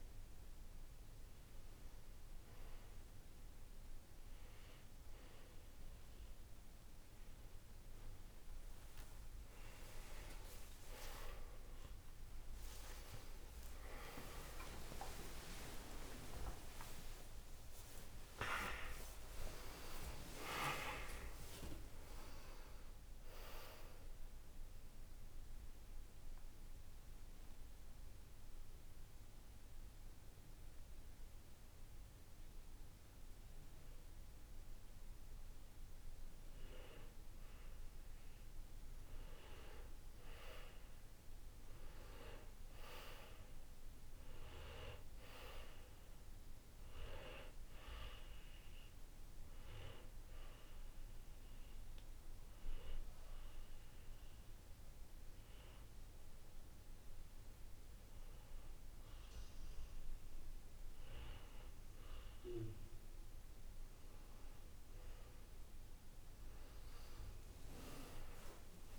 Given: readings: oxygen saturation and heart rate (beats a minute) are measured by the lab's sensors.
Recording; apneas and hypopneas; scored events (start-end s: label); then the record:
breathing in sleep by a room microphone; 2
0.00-15.00 s: oxygen desaturation (device-marked, oxygen 93% lowest, heart rate 59 extreme)
16.00-21.00 s: arousal
23.50-36.00 s: mixed apnea (oxygen 96% before, 91% lowest, heart rate 70 before, 61 extreme, up 1 after)
26.00-68.99 s: new sleep stage, N2 (light sleep)
38.50-42.50 s: arousal
44.00-58.00 s: oxygen desaturation (device-marked, oxygen 97% before, 91% lowest, heart rate 69 before, 65 extreme)
50.50-60.50 s: hypopnea (oxygen 97% before, 91% lowest, heart rate 63 before, 65 extreme, up 6 after)
From the record:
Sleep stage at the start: N1 (lightest sleep); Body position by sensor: on the back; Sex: male